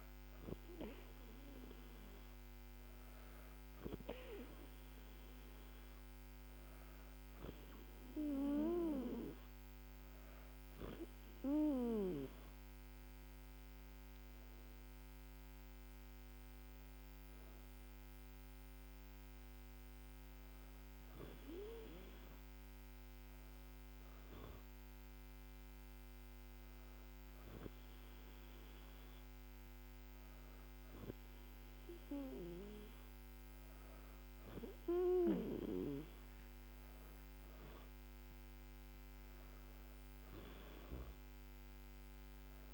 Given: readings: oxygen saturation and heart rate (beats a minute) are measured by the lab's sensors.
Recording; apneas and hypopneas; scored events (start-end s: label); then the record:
breathing in sleep by a microphone on the trachea; none
none scored
From the record:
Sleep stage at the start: N2 (light sleep); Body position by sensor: on the back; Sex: female